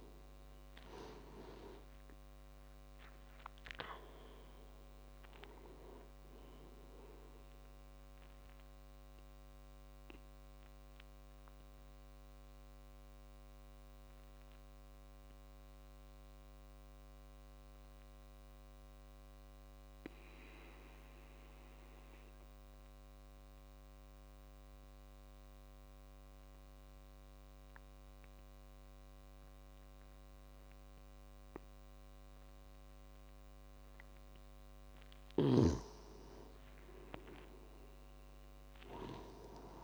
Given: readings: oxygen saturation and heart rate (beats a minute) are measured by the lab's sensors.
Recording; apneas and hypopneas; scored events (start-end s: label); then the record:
breathing in sleep by a microphone on the trachea; 1
0.00-3.00 s: arousal
0.00-6.00 s: oxygen desaturation (device-marked, oxygen 94% lowest)
8.00-23.00 s: oxygen desaturation (device-marked, oxygen 96% before, 90% lowest)
9.00-34.50 s: obstructive apnea (oxygen 98% before, 90% lowest)
36.50-39.50 s: arousal
From the record:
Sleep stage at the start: N2 (light sleep); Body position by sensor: on the back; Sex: male